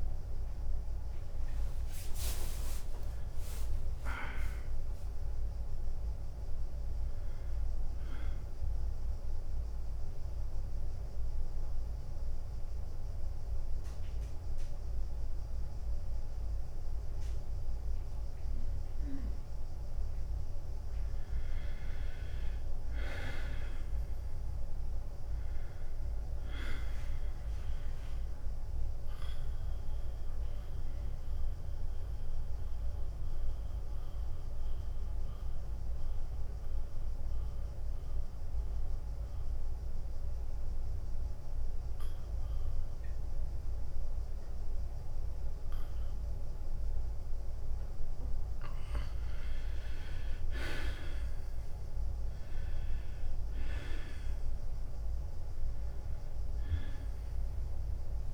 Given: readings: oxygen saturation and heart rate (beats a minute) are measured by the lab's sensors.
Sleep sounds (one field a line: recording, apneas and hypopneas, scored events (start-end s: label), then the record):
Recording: breathing in sleep by a room microphone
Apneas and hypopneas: 2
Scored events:
0.00-7.00 s: drop in pulse transit time (device-marked, heart rate 95 extreme)
0.00-19.00 s: oxygen desaturation (device-marked, oxygen 89% lowest, heart rate 88 extreme)
5.00-8.50 s: arousal
10.50-22.00 s: central apnea (oxygen 96% before, 87% lowest, heart rate 98 before, 88 extreme, up 1 after)
23.50-26.50 s: arousal
29.00-50.00 s: mixed apnea (oxygen 97% before, 87% lowest, heart rate 93 before, 89 extreme, up 3 after)
33.00-45.00 s: oxygen desaturation (device-marked, oxygen 97% before, 90% lowest, heart rate 91 before, 89 extreme)
52.00-56.50 s: arousal
53.00-58.34 s: drop in pulse transit time (device-marked, heart rate 90 before, 89 extreme)
54.00-58.34 s: oxygen desaturation (device-marked, oxygen 97% before, 87% lowest, heart rate 90 before, 87 extreme)
From the record:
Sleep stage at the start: N2 (light sleep)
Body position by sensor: on the back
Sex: male